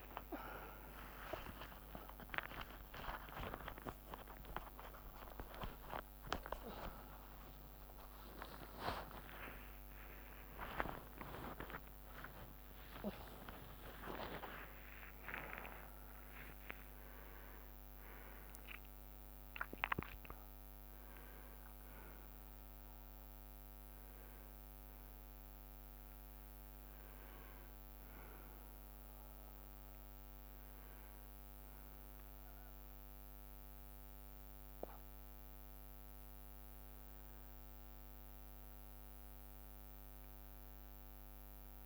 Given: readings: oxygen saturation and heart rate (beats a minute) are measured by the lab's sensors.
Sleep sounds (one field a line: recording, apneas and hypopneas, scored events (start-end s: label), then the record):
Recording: a person awake in a sleep study, by a microphone on the trachea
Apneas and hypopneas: none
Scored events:
0.50-7.00 s: leg movement (device-marked)
13.00-17.50 s: leg movement (device-marked)
26.50-30.50 s: leg movement (device-marked)
32.00-36.50 s: leg movement (device-marked)
From the record:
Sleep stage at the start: awake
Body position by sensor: on the right side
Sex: male